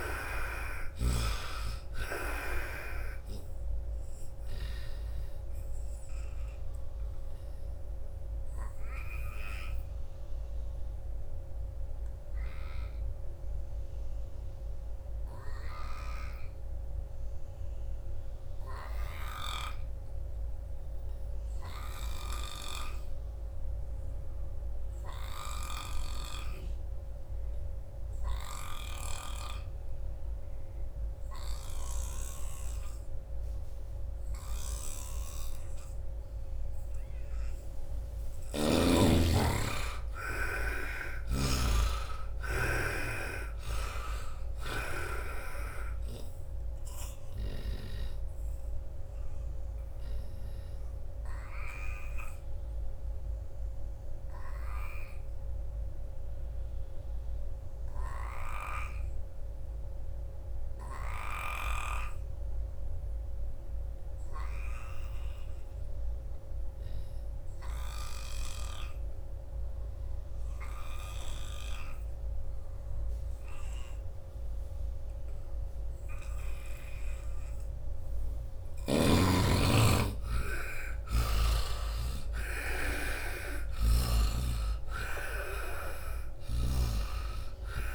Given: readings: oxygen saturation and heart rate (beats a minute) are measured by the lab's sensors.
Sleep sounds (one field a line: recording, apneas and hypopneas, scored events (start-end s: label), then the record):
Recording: breathing in sleep by a room microphone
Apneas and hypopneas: 2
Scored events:
0.00-1.00 s: snoring (device-marked)
0.00-24.00 s: oxygen desaturation (device-marked, oxygen 74% lowest, heart rate 74 extreme)
5.00-37.50 s: obstructive apnea (oxygen 96% before, 74% lowest, heart rate 83 before, 74 extreme, up 24 after)
6.50-8.50 s: long interval between heartbeats (device-marked, heart rate 84 before, 96 extreme)
15.50-26.00 s: snoring (device-marked)
26.00-65.00 s: oxygen desaturation (device-marked, oxygen 97% before, 74% lowest, heart rate 87 before, 77 extreme)
28.00-45.00 s: snoring (device-marked)
33.00-35.00 s: long interval between heartbeats (device-marked, heart rate 80 before, 78 extreme)
35.50-37.50 s: long interval between heartbeats (device-marked, heart rate 79 before, 87 extreme)
38.50-42.50 s: arousal
46.00-77.50 s: obstructive apnea (oxygen 97% before, 74% lowest, heart rate 83 before, 78 extreme, up 11 after)
46.50-48.50 s: long interval between heartbeats (device-marked, heart rate 83 before, 96 extreme)
75.00-87.95 s: oxygen desaturation (device-marked, oxygen 97% before, 78% lowest, heart rate 82 before, 74 extreme)
77.50-79.50 s: long interval between heartbeats (device-marked, heart rate 81 before, 87 extreme)
78.50-82.00 s: arousal
From the record:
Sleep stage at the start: N2 (light sleep)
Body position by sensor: on the right side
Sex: male